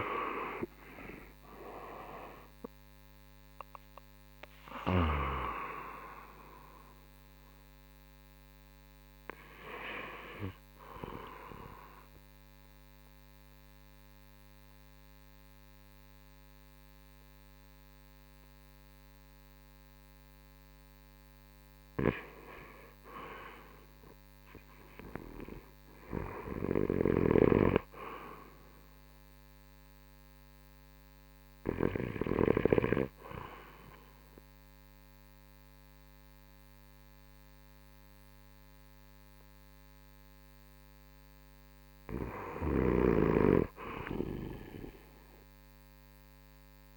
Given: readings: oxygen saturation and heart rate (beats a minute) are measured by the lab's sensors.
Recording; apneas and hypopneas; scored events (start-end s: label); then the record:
breathing in sleep by a microphone on the trachea; 1
0.00-13.00 s: drop in pulse transit time (device-marked, heart rate 82 extreme)
7.00-24.00 s: oxygen desaturation (device-marked, oxygen 83% before, 74% lowest, heart rate 76 before, 61 extreme)
12.00-22.00 s: mixed apnea (oxygen 85% before, 74% lowest, heart rate 82 before, 61 extreme)
24.50-28.50 s: arousal
32.00-46.97 s: oxygen desaturation (device-marked, oxygen 98% before, 84% lowest, heart rate 74 before, 59 extreme)
42.50-46.97 s: snoring (device-marked)
From the record:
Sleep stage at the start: REM sleep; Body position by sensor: on the right side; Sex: male